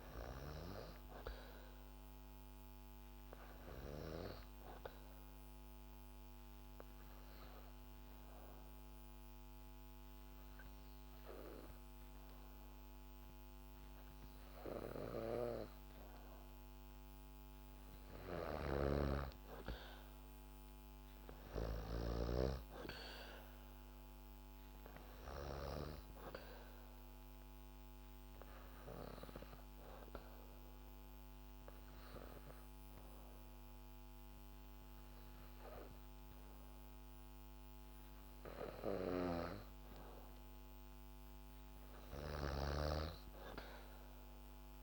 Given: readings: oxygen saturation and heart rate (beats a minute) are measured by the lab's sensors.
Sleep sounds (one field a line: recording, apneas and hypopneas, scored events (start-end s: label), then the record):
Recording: breathing in sleep by a microphone on the trachea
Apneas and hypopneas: 2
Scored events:
4.00-16.50 s: obstructive apnea (oxygen 98% before, 94% lowest, heart rate 67 before, 65 extreme, up 4 after)
18.00-22.00 s: snoring (device-marked)
18.50-22.00 s: arousal
23.00-42.00 s: oxygen desaturation (device-marked, oxygen 97% before, 94% lowest, heart rate 67 before, 65 extreme)
26.50-38.00 s: obstructive apnea (oxygen 97% before, 94% lowest, heart rate 67 before, 65 extreme, up 0 after)
38.50-44.83 s: snoring (device-marked)
43.50-44.83 s: arousal
From the record:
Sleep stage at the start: N2 (light sleep)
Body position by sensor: on the back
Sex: female